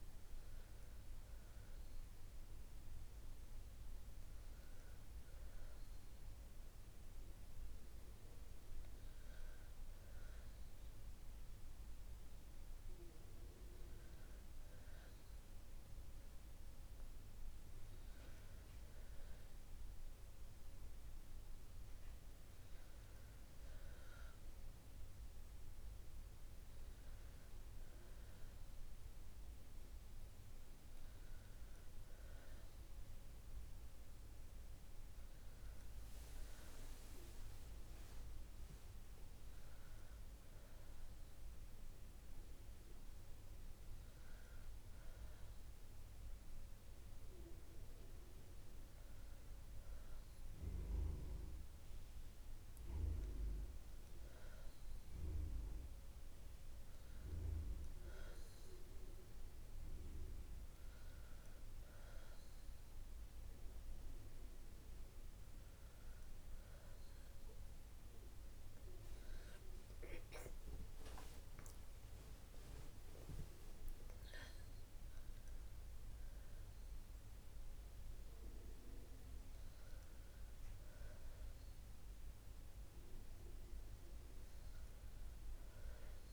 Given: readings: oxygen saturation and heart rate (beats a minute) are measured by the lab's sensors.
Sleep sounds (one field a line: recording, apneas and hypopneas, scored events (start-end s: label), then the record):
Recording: breathing in sleep, hard to hear, by a room microphone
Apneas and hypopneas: none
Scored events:
70.00-74.50 s: arousal
From the record:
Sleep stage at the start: N2 (light sleep)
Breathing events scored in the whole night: 117 in 3.9 hours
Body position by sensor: on the back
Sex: female